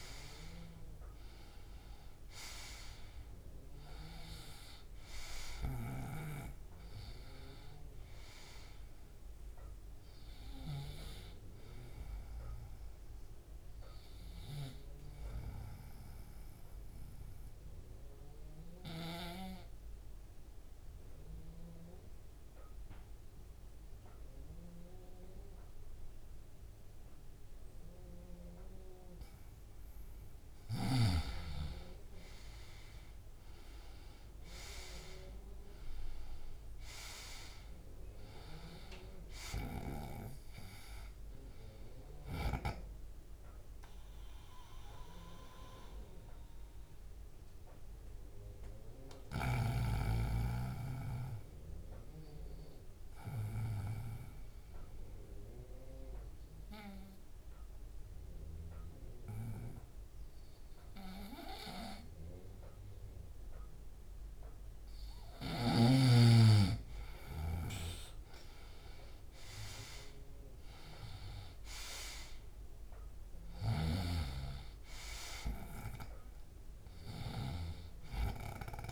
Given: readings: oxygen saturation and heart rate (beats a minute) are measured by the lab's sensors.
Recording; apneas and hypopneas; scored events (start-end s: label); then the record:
breathing in sleep by a room microphone; 2
0.00-1.50 s: arousal
2.50-26.50 s: oxygen desaturation (device-marked, oxygen 98% before, 91% lowest, heart rate 76 before, 68 extreme)
15.50-29.50 s: obstructive apnea (oxygen 98% before, 89% lowest, heart rate 71 before, 68 extreme, up 8 after)
33.00-36.50 s: arousal
39.50-59.50 s: oxygen desaturation (device-marked, oxygen 98% before, 89% lowest, heart rate 72 before, 67 extreme)
44.00-65.50 s: obstructive apnea (oxygen 98% before, 89% lowest, heart rate 73 before, 67 extreme, up 6 after)
68.00-70.50 s: arousal
73.50-78.92 s: snoring (device-marked)
75.50-78.92 s: oxygen desaturation (device-marked, oxygen 98% before, 91% lowest, heart rate 70 before, 67 extreme)
From the record:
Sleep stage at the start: N2 (light sleep); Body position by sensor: on the right side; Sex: male